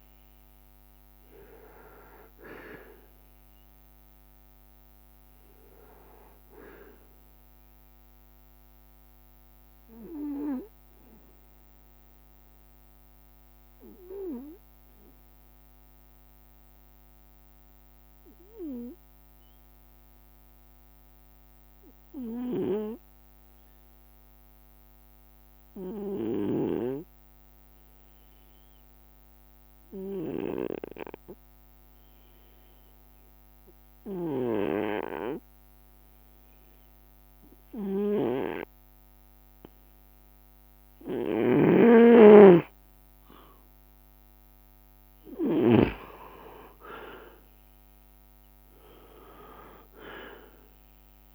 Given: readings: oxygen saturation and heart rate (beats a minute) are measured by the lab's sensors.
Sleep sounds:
breathing in sleep by a microphone on the trachea; 1
0.00-7.50 s: drop in pulse transit time (device-marked, heart rate 66 extreme)
0.00-21.50 s: oxygen desaturation (device-marked, oxygen 90% lowest, heart rate 61 extreme)
12.00-43.00 s: obstructive apnea (oxygen 96% before, 90% lowest, heart rate 68 before, 61 extreme, up 5 after)
39.50-51.35 s: oxygen desaturation (device-marked, oxygen 98% before, 92% lowest, heart rate 64 before, 64 extreme)
41.50-46.50 s: snoring (device-marked)
43.00-48.50 s: leg movement (device-marked)
43.50-51.35 s: drop in pulse transit time (device-marked, heart rate 65 before, 66 extreme)
45.00-49.00 s: arousal
From the record:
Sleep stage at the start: N2 (light sleep); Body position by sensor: on the right side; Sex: male

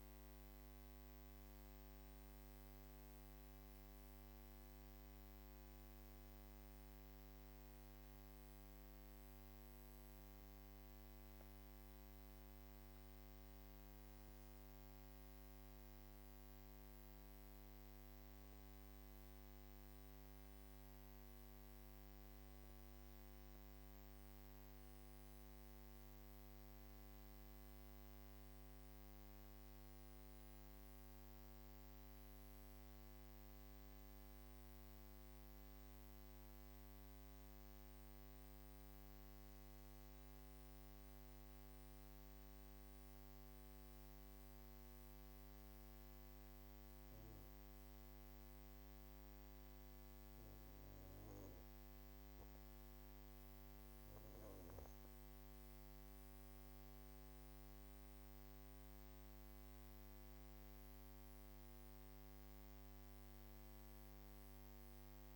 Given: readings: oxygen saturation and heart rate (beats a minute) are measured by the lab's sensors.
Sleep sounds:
breathing in sleep, hard to hear, by a microphone on the trachea; 1
31.00-53.00 s: hypopnea (oxygen 97% before, 94% lowest, heart rate 66 before, 47 extreme, up 9 after)
55.00-59.50 s: arousal
From the record:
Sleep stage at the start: N1 (lightest sleep); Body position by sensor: on the back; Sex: female

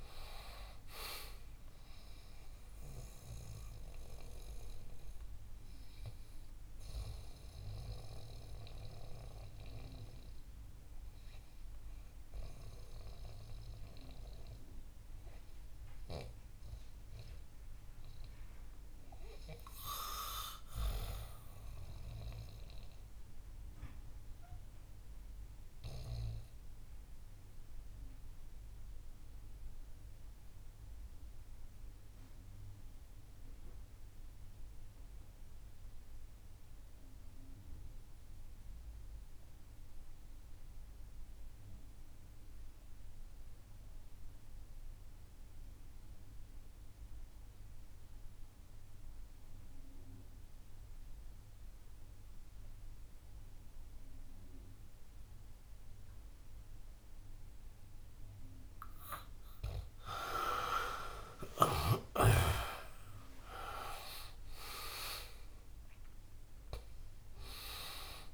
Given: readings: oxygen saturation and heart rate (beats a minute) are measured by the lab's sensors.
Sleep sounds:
breathing in sleep by a room microphone; 1
0.00-21.00 s: oxygen desaturation (device-marked, oxygen 78% lowest, heart rate 60 extreme)
22.50-59.00 s: obstructive apnea (oxygen 88% before, 79% lowest, heart rate 70 before, 59 extreme, up 24 after)
48.00-68.33 s: oxygen desaturation (device-marked, oxygen 96% before, 79% lowest, heart rate 64 before, 54 extreme)
61.00-66.50 s: arousal
From the record:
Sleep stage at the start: REM sleep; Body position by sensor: on the back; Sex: male

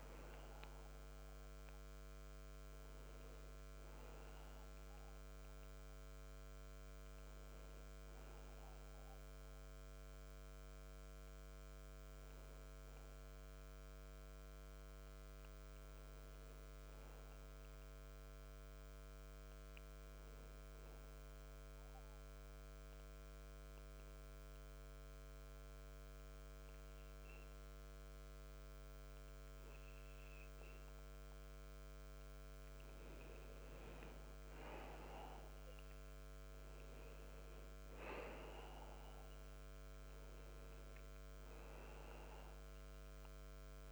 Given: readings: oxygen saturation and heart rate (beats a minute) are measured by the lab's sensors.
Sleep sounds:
breathing in sleep, hard to hear, by a microphone on the trachea; 1
20.00-29.00 s: oxygen desaturation (device-marked, oxygen 95% before, 92% lowest, heart rate 78 before, 67 extreme)
21.00-32.50 s: obstructive apnea (oxygen 95% before, 92% lowest, heart rate 79 before, 67 extreme, up 15 after)
34.50-37.00 s: arousal
From the record:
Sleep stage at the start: N2 (light sleep); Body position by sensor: on the back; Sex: male

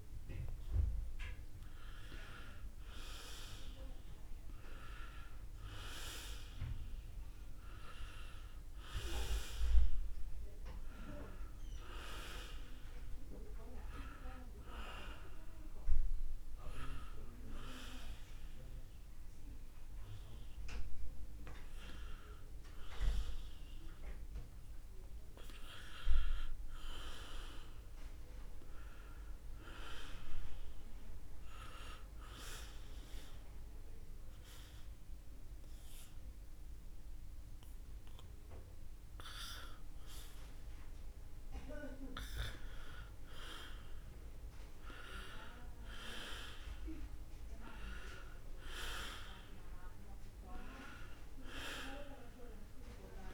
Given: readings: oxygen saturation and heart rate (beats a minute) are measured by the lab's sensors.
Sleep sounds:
breathing in sleep by a room microphone; 1
26.50-30.00 s: arousal
27.00-53.34 s: new sleep stage, N2 (light sleep)
32.00-42.00 s: obstructive apnea (oxygen 96% before, 89% lowest, heart rate 72 before, 68 extreme, up 1 after)
43.50-47.50 s: arousal
47.00-53.34 s: oxygen desaturation (device-marked, oxygen 96% before, 91% lowest, heart rate 71 before, 68 extreme)
From the record:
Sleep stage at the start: N1 (lightest sleep); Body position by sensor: on the back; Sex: male

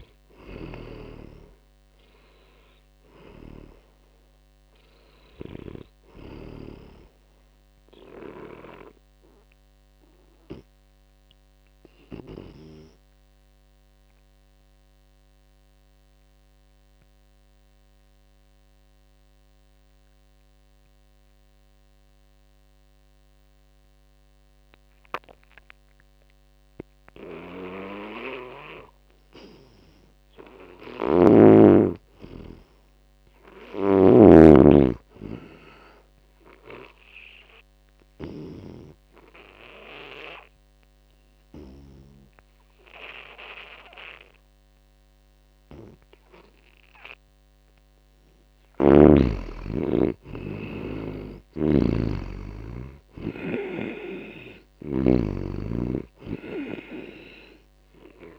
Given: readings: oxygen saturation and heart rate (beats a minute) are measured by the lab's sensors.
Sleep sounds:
breathing in sleep by a microphone on the trachea; 2
0.00-1.00 s: snoring (device-marked)
0.00-6.00 s: oxygen desaturation (device-marked, oxygen 79% lowest)
7.00-30.50 s: mixed apnea (oxygen 96% before, 84% lowest)
27.00-50.00 s: oxygen desaturation (device-marked, oxygen 98% before, 87% lowest)
30.50-34.00 s: snoring (device-marked)
32.00-35.00 s: arousal
37.50-49.00 s: obstructive apnea (oxygen 98% before, 79% lowest)
38.00-40.00 s: long interval between heartbeats (device-marked)
48.50-55.00 s: snoring (device-marked)
49.50-53.00 s: arousal
52.00-58.39 s: oxygen desaturation (device-marked, oxygen 92% before, 84% lowest)
From the record:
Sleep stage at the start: N2 (light sleep); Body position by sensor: on the back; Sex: male

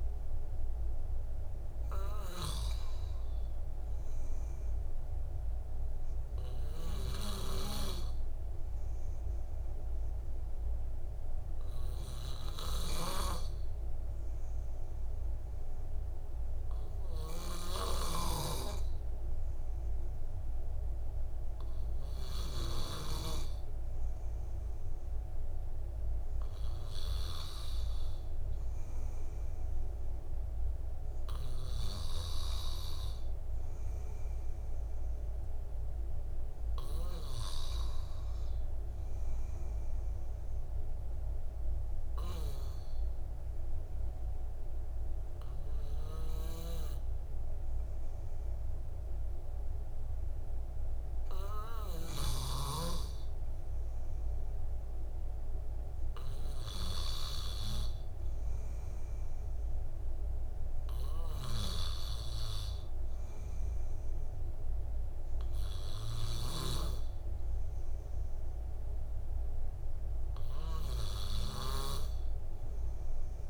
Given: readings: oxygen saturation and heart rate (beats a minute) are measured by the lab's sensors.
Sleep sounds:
breathing in sleep by a room microphone; none
30.00-41.00 s: oxygen desaturation (device-marked, oxygen 97% before, 93% lowest, heart rate 58 before, 53 extreme)
65.00-73.50 s: oxygen desaturation (device-marked, oxygen 97% before, 93% lowest, heart rate 56 before, 55 extreme)
From the record:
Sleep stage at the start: N2 (light sleep); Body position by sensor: on the back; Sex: male

